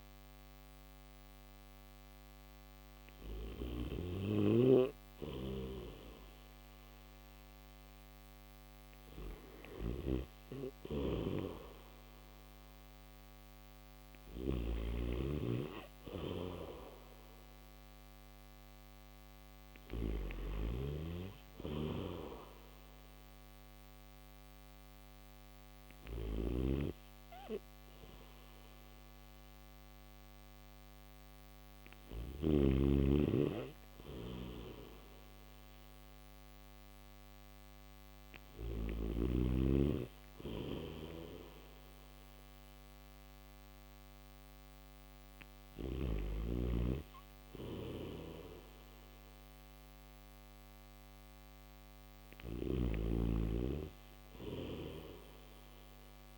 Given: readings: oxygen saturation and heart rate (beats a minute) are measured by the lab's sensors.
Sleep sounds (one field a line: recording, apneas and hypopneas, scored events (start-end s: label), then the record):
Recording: breathing in sleep by a microphone on the trachea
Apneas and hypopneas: none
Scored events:
0.00-19.50 s: snoring (device-marked)
25.50-32.00 s: snoring (device-marked)
From the record:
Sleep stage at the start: N3 (deep sleep)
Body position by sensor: on the back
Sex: male